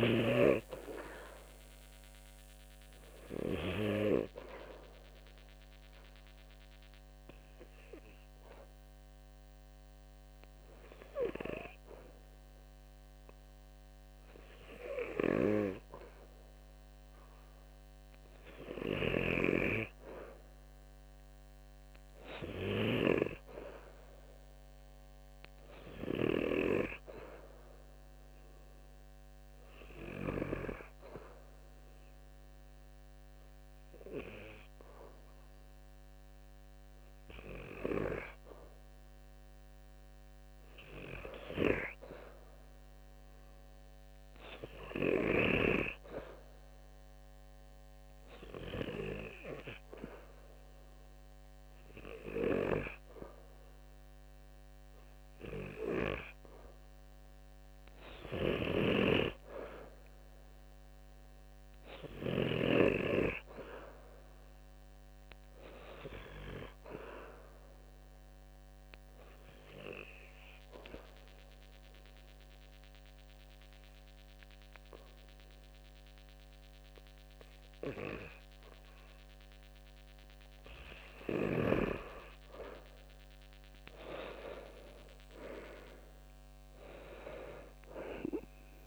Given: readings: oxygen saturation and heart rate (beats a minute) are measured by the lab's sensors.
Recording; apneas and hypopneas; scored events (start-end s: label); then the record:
breathing in sleep by a microphone on the trachea; 3
0.00-2.00 s: arousal
4.00-15.00 s: hypopnea (oxygen 93% before, 92% lowest, heart rate 72 before, 67 extreme, up 3 after)
18.50-23.00 s: arousal
24.00-38.00 s: oxygen desaturation (device-marked, oxygen 98% before, 94% lowest, heart rate 72 before, 67 extreme)
27.50-39.00 s: obstructive apnea (oxygen 98% before, 91% lowest, heart rate 72 before, 67 extreme, up 4 after)
42.00-45.00 s: arousal
58.00-62.50 s: snoring (device-marked)
67.50-79.50 s: obstructive apnea (oxygen 96% before, 91% lowest, heart rate 71 before, 62 extreme, up 9 after)
83.00-87.50 s: arousal
From the record:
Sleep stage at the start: N2 (light sleep); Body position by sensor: on the back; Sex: male